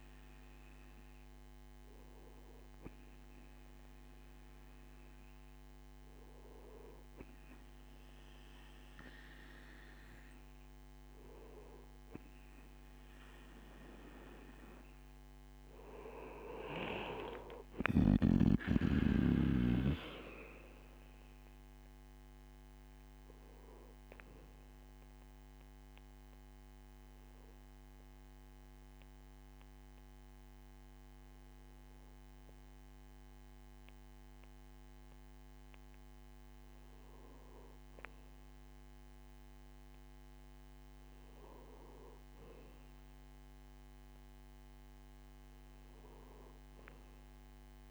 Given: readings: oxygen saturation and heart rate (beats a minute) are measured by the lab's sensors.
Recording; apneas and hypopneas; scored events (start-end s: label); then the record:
breathing in sleep by a microphone on the trachea; 1
19.00-23.00 s: arousal
27.50-38.50 s: hypopnea (oxygen 97% before, 96% lowest, heart rate 67 before, 60 extreme, up 7 after)
42.00-45.50 s: arousal
From the record:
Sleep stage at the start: N2 (light sleep); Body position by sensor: on the right side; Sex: male